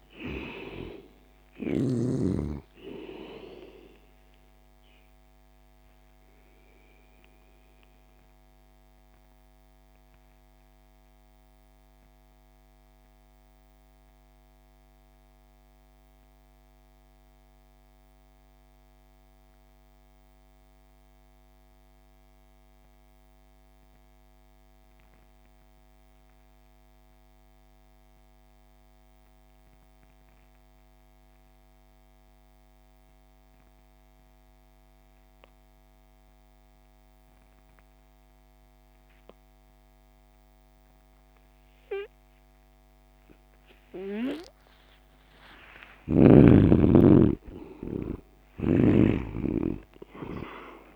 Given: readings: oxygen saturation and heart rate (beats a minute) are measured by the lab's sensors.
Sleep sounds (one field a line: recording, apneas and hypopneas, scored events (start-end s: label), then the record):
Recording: breathing in sleep by a microphone on the trachea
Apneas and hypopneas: 1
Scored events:
0.00-21.00 s: oxygen desaturation (device-marked, oxygen 73% lowest)
7.00-45.00 s: mixed apnea (oxygen 98% before, 71% lowest)
38.00-50.96 s: oxygen desaturation (device-marked, oxygen 97% before, 71% lowest)
46.00-50.96 s: arousal
From the record:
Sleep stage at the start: N2 (light sleep)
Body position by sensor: on the back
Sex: male